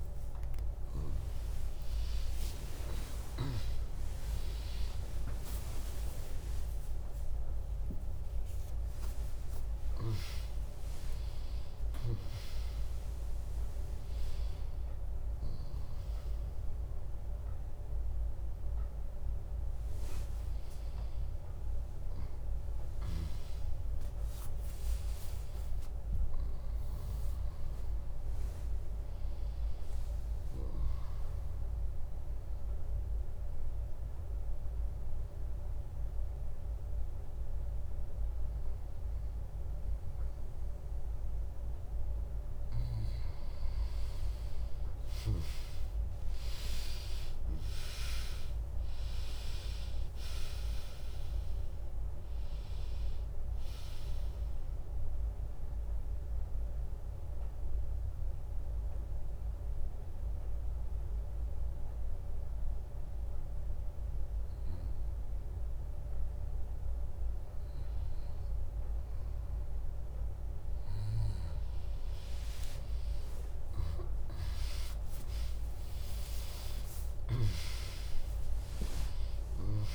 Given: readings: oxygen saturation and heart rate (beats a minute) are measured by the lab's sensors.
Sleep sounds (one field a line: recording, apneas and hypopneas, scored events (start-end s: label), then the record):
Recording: breathing in sleep by a room microphone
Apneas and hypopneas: 2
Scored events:
0.00-2.00 s: arousal
0.00-7.50 s: tachycardia (device-marked, heart rate 129 extreme)
0.50-12.50 s: drop in pulse transit time (device-marked, heart rate 72 before, 89 extreme)
2.50-4.50 s: long interval between heartbeats (device-marked, heart rate 73 before, 117 extreme)
27.00-30.50 s: arousal
32.50-44.00 s: mixed apnea (oxygen 98% before, 96% lowest, heart rate 87 before, 61 extreme, up 8 after)
36.50-79.95 s: new sleep stage, N2 (light sleep)
46.50-50.50 s: arousal
52.50-66.50 s: drop in pulse transit time (device-marked, heart rate 71 before, 75 extreme)
56.50-67.50 s: mixed apnea (oxygen 99% before, 95% lowest, heart rate 71 before, 62 extreme)
72.00-77.00 s: arousal
From the record:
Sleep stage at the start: N1 (lightest sleep)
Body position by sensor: on the back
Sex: female